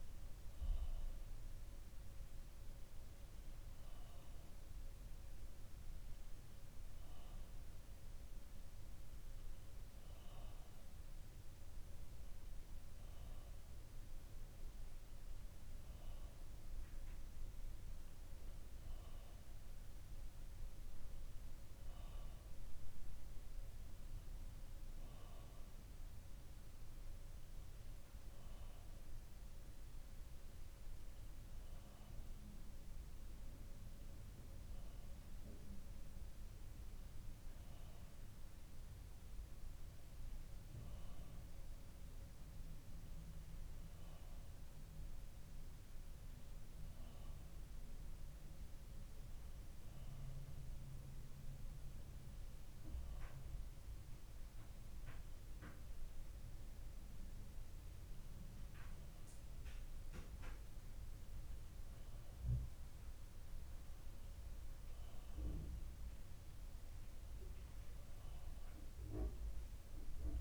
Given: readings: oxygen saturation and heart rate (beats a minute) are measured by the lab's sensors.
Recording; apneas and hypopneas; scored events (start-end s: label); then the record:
breathing in sleep, hard to hear, by a room microphone; none
none scored
From the record:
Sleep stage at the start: N2 (light sleep); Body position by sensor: on the back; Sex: male